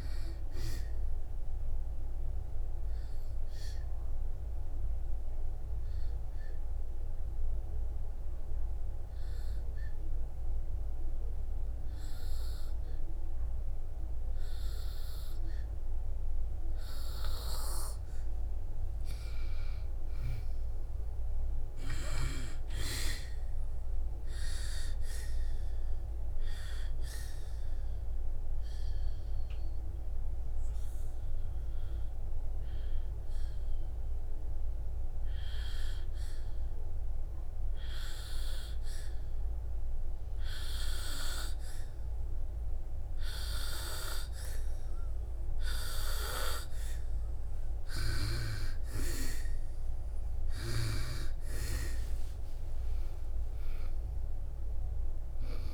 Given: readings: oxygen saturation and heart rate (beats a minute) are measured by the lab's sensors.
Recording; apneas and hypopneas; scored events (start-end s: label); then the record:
breathing in sleep by a room microphone; 2
2.50-18.50 s: obstructive apnea (oxygen 99% before, 92% lowest, heart rate 67 before, 59 extreme, up 11 after)
13.00-21.00 s: oxygen desaturation (device-marked, oxygen 96% before, 92% lowest, heart rate 65 before, 64 extreme)
19.50-23.00 s: arousal
29.50-48.00 s: obstructive apnea (oxygen 98% before, 92% lowest, heart rate 65 before, 62 extreme, up 8 after)
37.00-46.00 s: oxygen desaturation (device-marked, oxygen 96% before, 93% lowest, heart rate 68 before, 62 extreme)
49.00-54.00 s: arousal
From the record:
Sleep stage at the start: N2 (light sleep); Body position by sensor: on the back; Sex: female